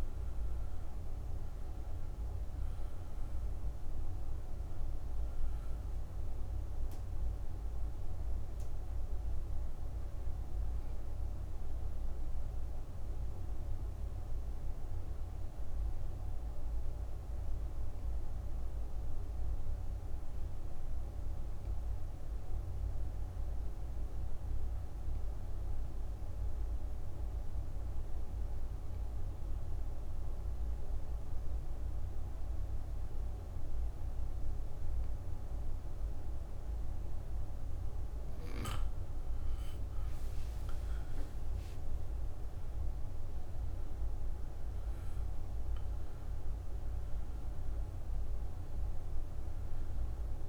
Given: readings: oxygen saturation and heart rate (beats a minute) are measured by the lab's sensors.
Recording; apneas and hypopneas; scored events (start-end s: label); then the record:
breathing in sleep, hard to hear, by a room microphone; 1
0.00-20.50 s: oxygen desaturation (device-marked, oxygen 85% lowest, heart rate 59 extreme)
11.00-38.00 s: obstructive apnea (oxygen 98% before, 83% lowest, heart rate 67 before, 57 extreme, up 25 after)
36.50-50.49 s: oxygen desaturation (device-marked, oxygen 97% before, 83% lowest, heart rate 63 before, 57 extreme)
40.00-44.50 s: arousal
From the record:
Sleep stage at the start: N2 (light sleep); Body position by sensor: on the back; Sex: female